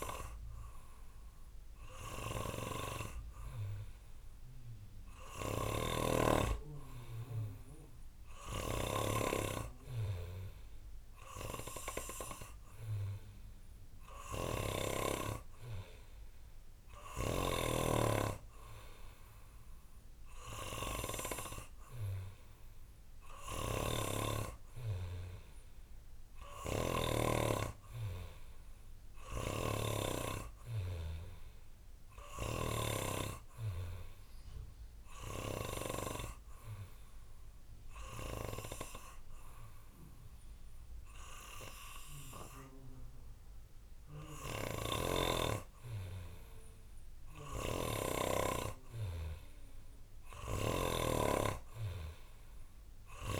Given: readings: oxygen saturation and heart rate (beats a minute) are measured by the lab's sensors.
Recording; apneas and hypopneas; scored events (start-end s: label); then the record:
breathing in sleep by a room microphone; none
5.50-15.00 s: snoring (device-marked)
23.50-30.00 s: snoring (device-marked)
44.50-51.00 s: snoring (device-marked)
From the record:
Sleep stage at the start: N2 (light sleep); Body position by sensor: on the back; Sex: male